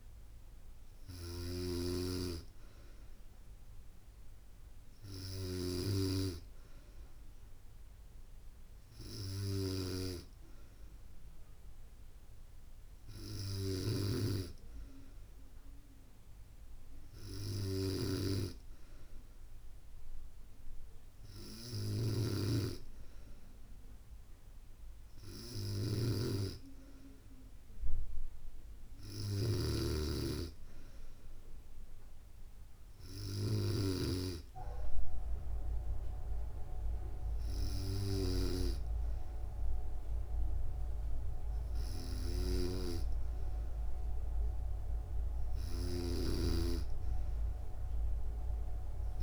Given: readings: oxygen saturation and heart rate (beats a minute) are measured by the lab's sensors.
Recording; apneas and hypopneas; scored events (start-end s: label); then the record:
breathing in sleep by a room microphone; none
0.00-1.50 s: snoring (device-marked)
21.50-38.00 s: snoring (device-marked)
From the record:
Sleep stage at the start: N2 (light sleep); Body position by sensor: on the back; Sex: female